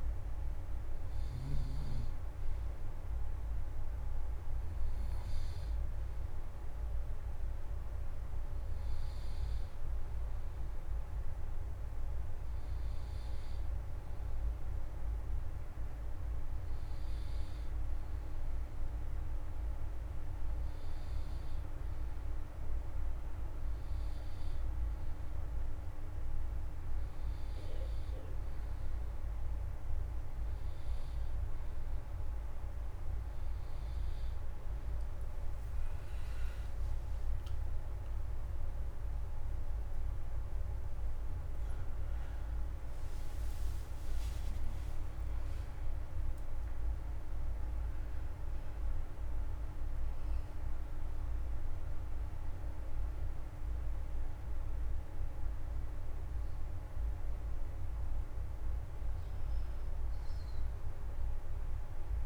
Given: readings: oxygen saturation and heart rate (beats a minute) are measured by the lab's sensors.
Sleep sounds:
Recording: breathing in sleep, hard to hear, by a room microphone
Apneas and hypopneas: none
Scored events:
0.00-1.50 s: snoring (device-marked)
0.00-14.00 s: oxygen desaturation (device-marked, oxygen 91% lowest, heart rate 77 extreme)
36.00-43.00 s: arousal
From the record:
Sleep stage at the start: N2 (light sleep)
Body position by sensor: on the back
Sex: male

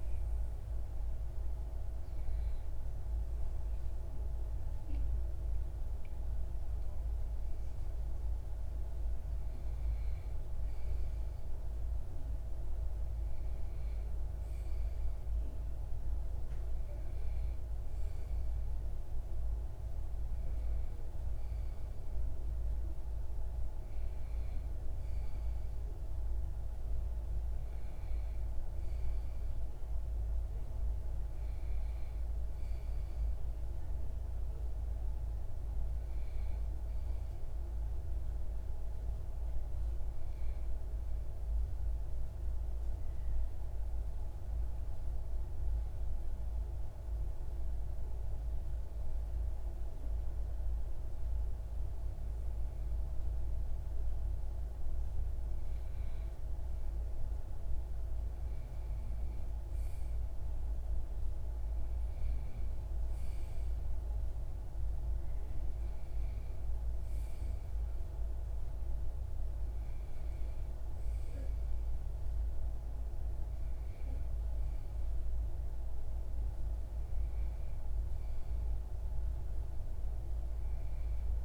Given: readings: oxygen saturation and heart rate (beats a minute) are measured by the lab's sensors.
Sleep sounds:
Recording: breathing in sleep, hard to hear, by a room microphone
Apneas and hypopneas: 1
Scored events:
43.00-56.50 s: hypopnea (oxygen 96% before, 94% lowest, heart rate 63 before, 63 extreme, up 0 after)
58.00-62.50 s: arousal
From the record:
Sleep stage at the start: REM sleep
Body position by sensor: on the back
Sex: male

